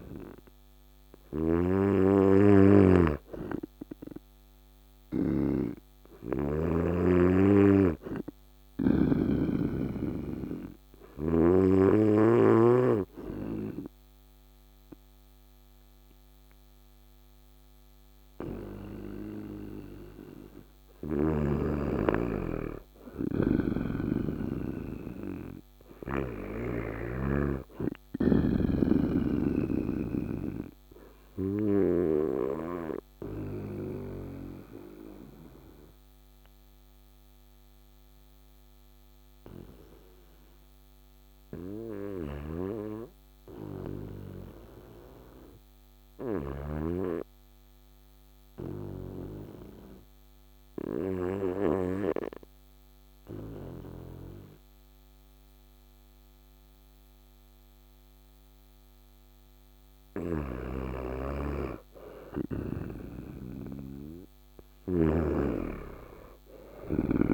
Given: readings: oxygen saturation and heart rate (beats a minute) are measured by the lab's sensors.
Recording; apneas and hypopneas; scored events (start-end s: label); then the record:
breathing in sleep by a microphone on the trachea; 2
0.00-8.50 s: snoring (device-marked)
7.00-20.00 s: obstructive apnea (oxygen 99% before, 93% lowest, heart rate 62 before, 62 extreme, up 5 after)
16.50-38.50 s: oxygen desaturation (device-marked, oxygen 98% before, 93% lowest, heart rate 65 before, 59 extreme)
22.50-26.50 s: arousal
30.00-59.00 s: obstructive apnea (oxygen 99% before, 93% lowest, heart rate 68 before, 59 extreme, up 7 after)
41.50-46.50 s: snoring (device-marked)
61.50-65.00 s: arousal
64.50-67.34 s: snoring (device-marked)
From the record:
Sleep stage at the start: N2 (light sleep); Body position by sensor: on the right side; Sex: male